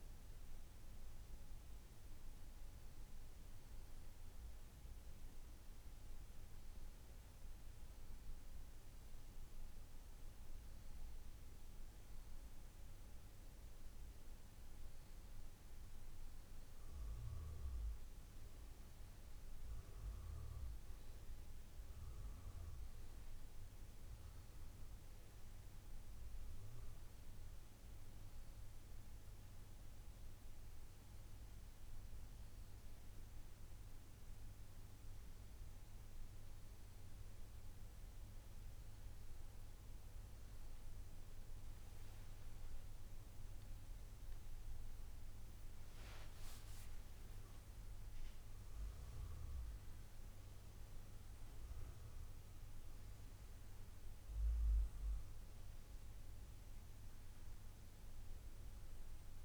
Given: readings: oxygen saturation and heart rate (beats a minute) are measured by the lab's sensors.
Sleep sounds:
breathing in sleep, hard to hear, by a room microphone; none
43.00-47.00 s: arousal
55.00-59.45 s: new sleep stage, N2 (light sleep)
From the record:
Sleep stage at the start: N1 (lightest sleep); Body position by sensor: on the back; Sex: male

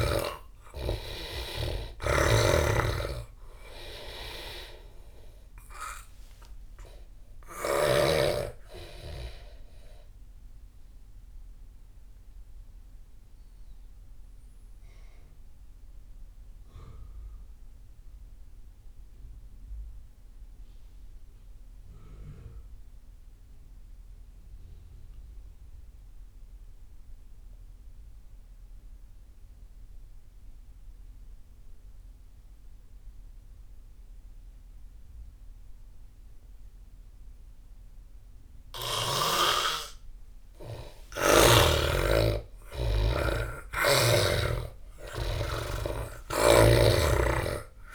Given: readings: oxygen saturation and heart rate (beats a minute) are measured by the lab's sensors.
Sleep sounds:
breathing in sleep by a room microphone; 1
0.00-19.50 s: oxygen desaturation (device-marked, oxygen 81% lowest)
1.50-8.00 s: snoring (device-marked)
9.50-40.00 s: obstructive apnea (oxygen 99% before, 81% lowest)
34.50-47.94 s: oxygen desaturation (device-marked, oxygen 99% before, 84% lowest)
41.50-46.00 s: arousal
From the record:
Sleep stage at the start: N2 (light sleep); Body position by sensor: on the back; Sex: male

